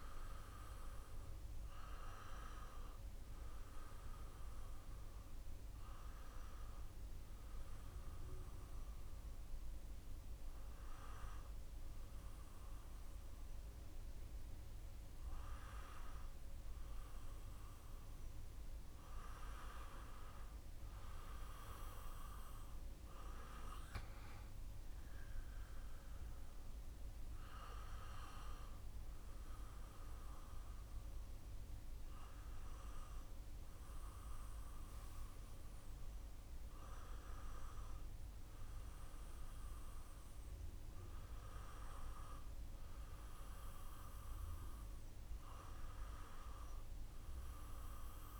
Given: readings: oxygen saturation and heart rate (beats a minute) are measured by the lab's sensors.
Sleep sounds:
breathing in sleep by a room microphone; none
none scored
From the record:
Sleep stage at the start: N2 (light sleep); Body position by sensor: on the back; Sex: male

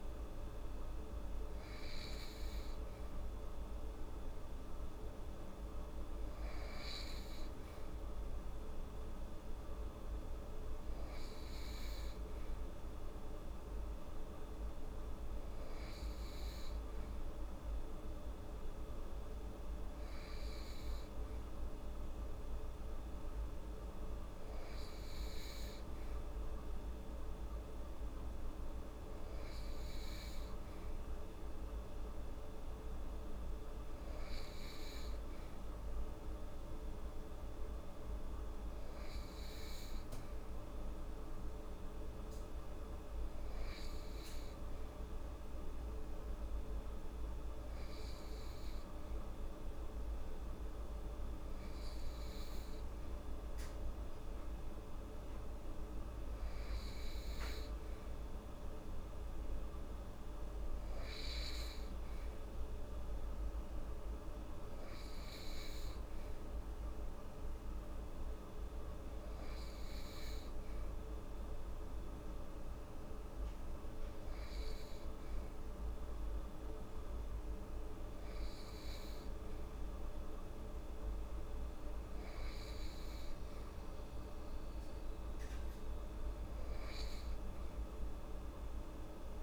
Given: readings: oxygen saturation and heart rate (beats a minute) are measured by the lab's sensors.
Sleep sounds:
breathing in sleep, hard to hear, by a room microphone; none
none scored
From the record:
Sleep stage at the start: N2 (light sleep); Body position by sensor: on the right side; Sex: female

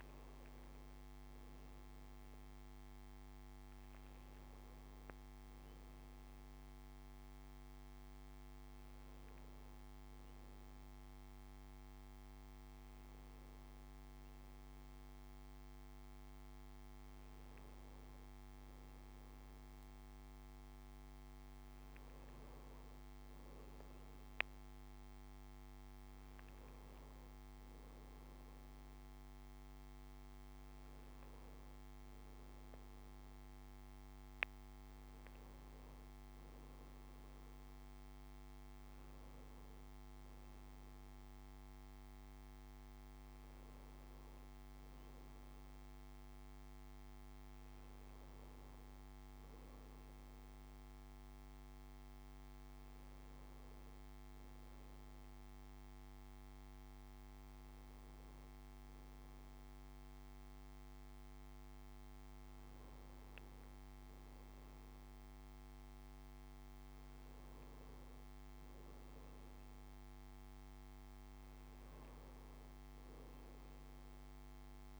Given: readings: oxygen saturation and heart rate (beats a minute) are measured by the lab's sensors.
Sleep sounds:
a person partly awake in a sleep study, hard to hear, by a microphone on the trachea; none
3.50-63.50 s: new sleep stage, N1 (lightest sleep)
63.50-75.00 s: new sleep stage, N2 (light sleep)
From the record:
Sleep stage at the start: awake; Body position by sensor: on the right side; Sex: male

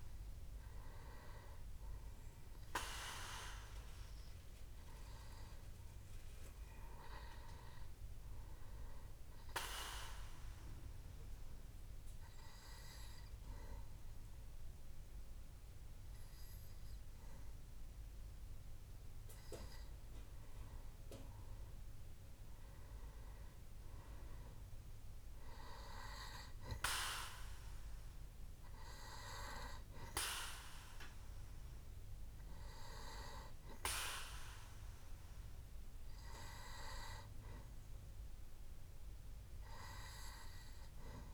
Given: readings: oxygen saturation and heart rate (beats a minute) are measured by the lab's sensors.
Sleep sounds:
breathing in sleep by a room microphone; 1
0.00-14.50 s: oxygen desaturation (device-marked, oxygen 94% lowest, heart rate 64 extreme)
9.50-21.00 s: obstructive apnea (oxygen 98% before, 94% lowest, heart rate 67 before, 64 extreme, up 3 after)
24.50-28.00 s: arousal
From the record:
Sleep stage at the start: N2 (light sleep); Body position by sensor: on the back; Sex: male

